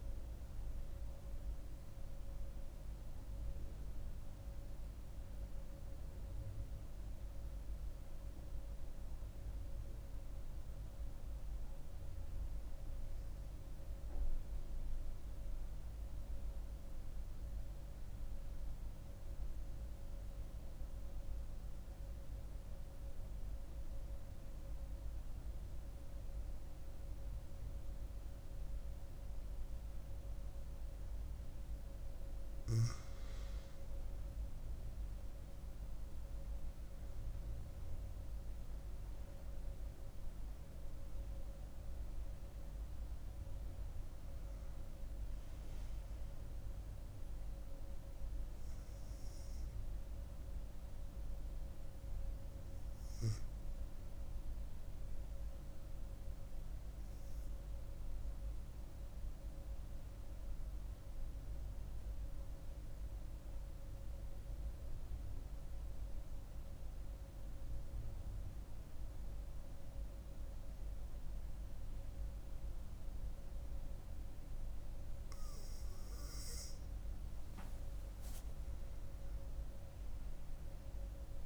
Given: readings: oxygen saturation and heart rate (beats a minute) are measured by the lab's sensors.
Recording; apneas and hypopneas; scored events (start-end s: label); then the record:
breathing in sleep, hard to hear, by a room microphone; 2
0.00-8.50 s: oxygen desaturation (device-marked, oxygen 93% lowest, heart rate 62 extreme)
8.50-30.50 s: mixed apnea (oxygen 97% before, 92% lowest, heart rate 77 before, 62 extreme, up 8 after)
27.50-54.50 s: oxygen desaturation (device-marked, oxygen 99% before, 92% lowest, heart rate 63 before, 63 extreme)
33.50-38.00 s: arousal
55.50-75.50 s: hypopnea (oxygen 98% before, 93% lowest, heart rate 68 before, 65 extreme, up 8 after)
73.50-81.46 s: oxygen desaturation (device-marked, oxygen 98% before, 93% lowest, heart rate 65 before, 61 extreme)
77.00-80.50 s: arousal
From the record:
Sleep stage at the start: N2 (light sleep); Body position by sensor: on the right side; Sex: female